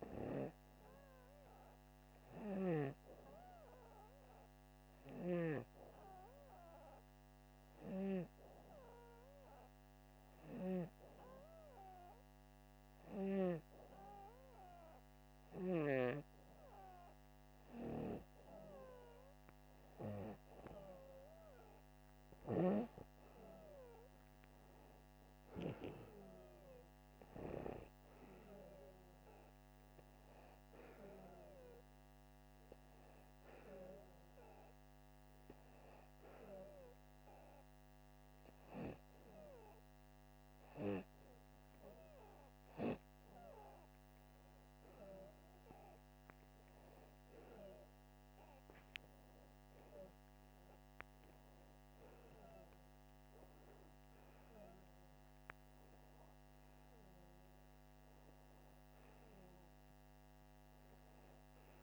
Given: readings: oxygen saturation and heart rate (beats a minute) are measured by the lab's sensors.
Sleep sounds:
breathing in sleep by a microphone on the trachea; none
none scored
From the record:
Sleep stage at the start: N2 (light sleep); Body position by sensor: upright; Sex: male

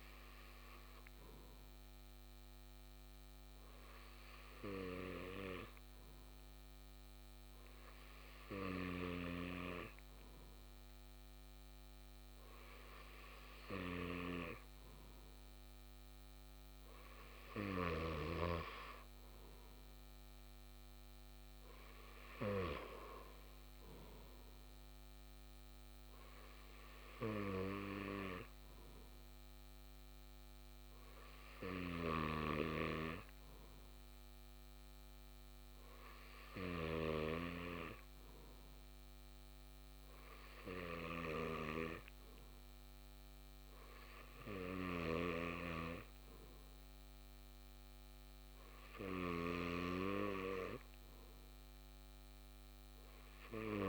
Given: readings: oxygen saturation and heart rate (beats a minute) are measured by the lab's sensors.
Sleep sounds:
breathing in sleep by a microphone on the trachea; none
32.00-37.00 s: snoring (device-marked)
From the record:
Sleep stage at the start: REM sleep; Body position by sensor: on the back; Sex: male

